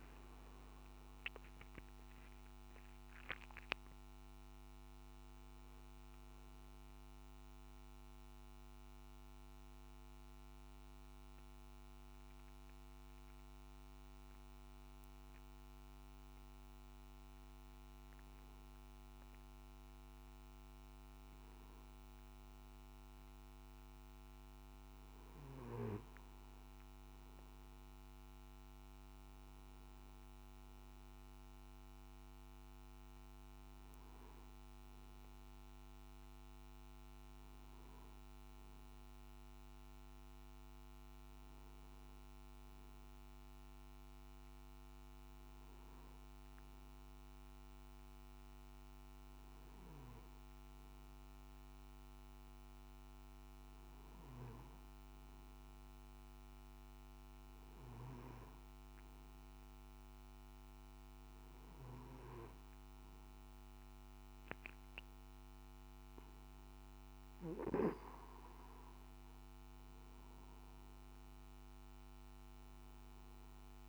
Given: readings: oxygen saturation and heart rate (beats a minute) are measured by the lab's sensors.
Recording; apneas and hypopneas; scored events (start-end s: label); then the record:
breathing in sleep, hard to hear, by a microphone on the trachea; none
0.00-4.00 s: arousal
70.00-73.50 s: arousal
From the record:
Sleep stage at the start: N2 (light sleep); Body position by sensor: on the back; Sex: male